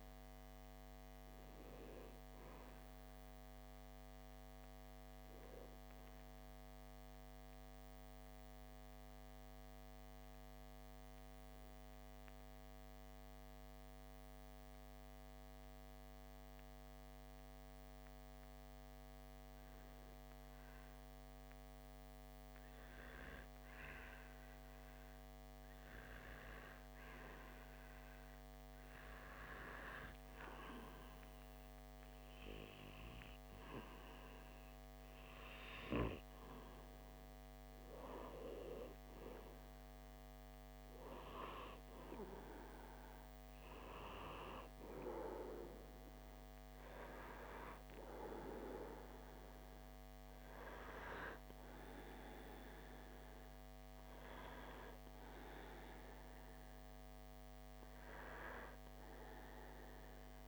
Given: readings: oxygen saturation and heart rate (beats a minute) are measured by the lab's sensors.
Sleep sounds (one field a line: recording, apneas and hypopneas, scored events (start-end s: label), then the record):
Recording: breathing in sleep by a microphone on the trachea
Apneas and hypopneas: 1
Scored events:
6.00-34.50 s: obstructive apnea (oxygen 97% before, 94% lowest)
33.00-54.00 s: oxygen desaturation (device-marked, oxygen 98% before, 94% lowest)
37.00-41.50 s: arousal
From the record:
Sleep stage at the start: N2 (light sleep)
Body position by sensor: on the back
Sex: male